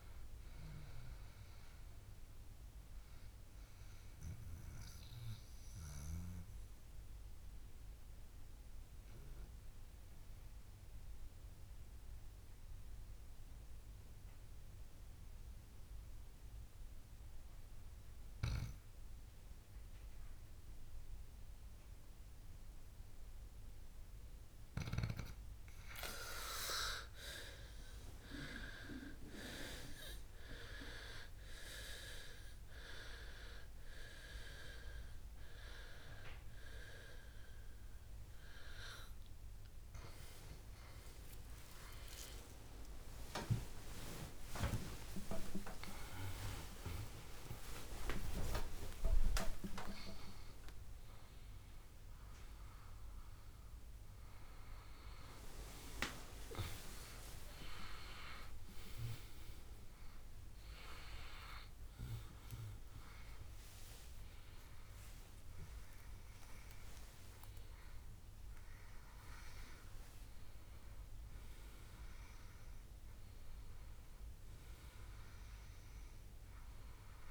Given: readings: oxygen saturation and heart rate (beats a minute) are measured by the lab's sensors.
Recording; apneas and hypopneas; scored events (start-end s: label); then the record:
a person partly awake in a sleep study, by a room microphone; 1
0.00-18.50 s: oxygen desaturation (device-marked, oxygen 93% lowest, heart rate 58 extreme)
3.50-25.50 s: mixed apnea (oxygen 97% before, 93% lowest, heart rate 66 before, 58 extreme, up 16 after)
26.50-56.50 s: new sleep stage, awake
37.50-49.50 s: oxygen desaturation (device-marked, oxygen 97% before, 93% lowest, heart rate 68 before, 70 extreme)
45.00-47.00 s: long interval between heartbeats (device-marked, heart rate 72 before, 84 extreme)
56.50-77.31 s: new sleep stage, N1 (lightest sleep)
From the record:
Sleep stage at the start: N2 (light sleep); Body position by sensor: on the back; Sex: male